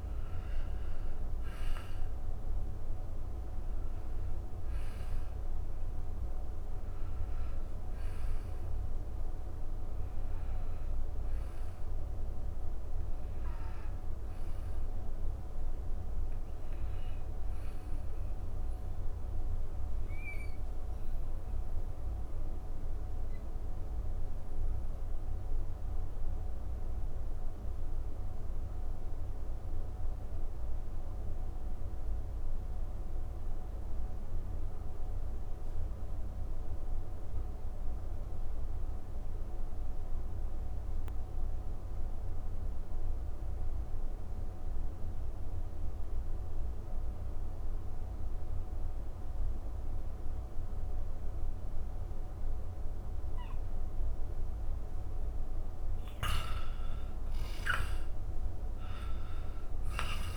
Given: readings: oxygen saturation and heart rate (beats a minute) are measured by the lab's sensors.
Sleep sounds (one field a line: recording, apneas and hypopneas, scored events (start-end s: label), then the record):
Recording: breathing in sleep, hard to hear, by a room microphone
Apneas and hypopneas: 1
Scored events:
7.00-28.00 s: oxygen desaturation (device-marked, oxygen 98% before, 95% lowest, heart rate 118 before, 39 extreme)
15.00-54.50 s: mixed apnea (oxygen 98% before, 89% lowest, heart rate 133 before, 39 extreme)
56.00-60.37 s: arousal
From the record:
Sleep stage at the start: N2 (light sleep)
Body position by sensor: on the back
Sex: male